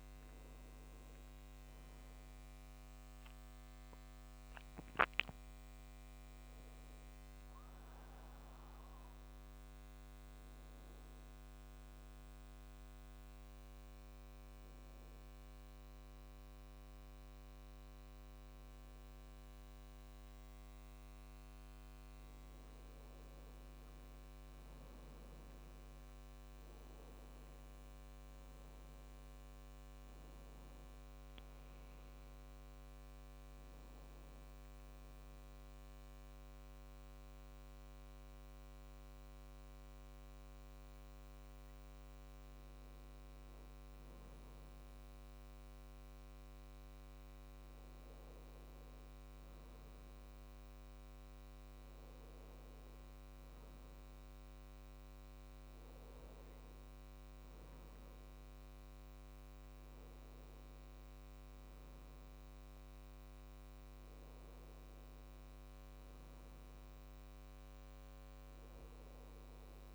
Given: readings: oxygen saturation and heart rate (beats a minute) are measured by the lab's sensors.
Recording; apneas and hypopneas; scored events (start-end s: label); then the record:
breathing in sleep, hard to hear, by a microphone on the trachea; 2
13.00-24.00 s: hypopnea (oxygen 97% before, 93% lowest, heart rate 73 before, 70 extreme, up 4 after)
26.00-29.00 s: arousal
35.00-45.00 s: obstructive apnea (oxygen 96% before, 93% lowest, heart rate 73 before, 68 extreme, up 0 after)
48.00-51.50 s: arousal
From the record:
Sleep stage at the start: N2 (light sleep); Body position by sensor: on the back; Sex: male